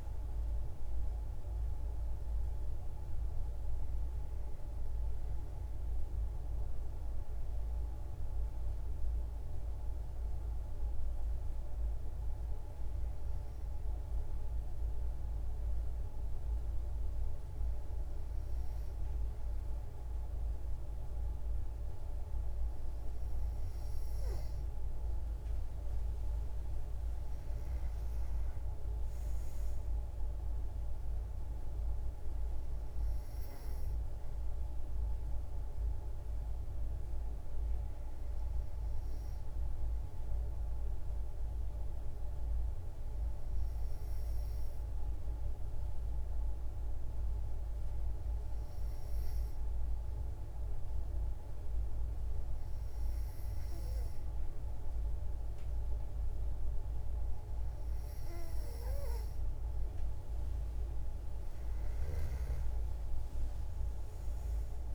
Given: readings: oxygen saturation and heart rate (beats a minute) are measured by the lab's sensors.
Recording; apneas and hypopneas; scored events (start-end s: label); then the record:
breathing in sleep, hard to hear, by a room microphone; 2
0.00-15.00 s: oxygen desaturation (device-marked, oxygen 92% lowest, heart rate 53 extreme)
7.00-24.00 s: hypopnea (oxygen 97% before, 92% lowest, heart rate 65 before, 52 extreme, up 10 after)
26.50-30.50 s: arousal
36.50-57.50 s: hypopnea (oxygen 97% before, 92% lowest, heart rate 58 before, 52 extreme, up 19 after)
61.50-64.94 s: arousal
From the record:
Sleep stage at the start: N2 (light sleep); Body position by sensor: on the back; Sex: female